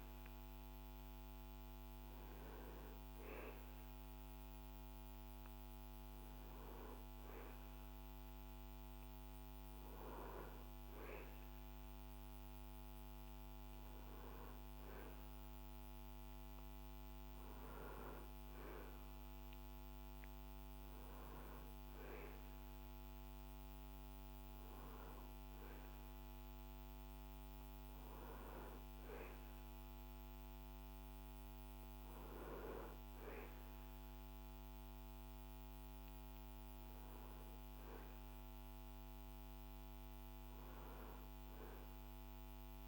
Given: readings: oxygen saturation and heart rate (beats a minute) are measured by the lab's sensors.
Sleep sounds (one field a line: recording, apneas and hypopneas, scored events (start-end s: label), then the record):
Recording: a person awake in a sleep study, by a microphone on the trachea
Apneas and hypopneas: none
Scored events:
none scored
From the record:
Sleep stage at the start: awake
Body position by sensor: on the back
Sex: male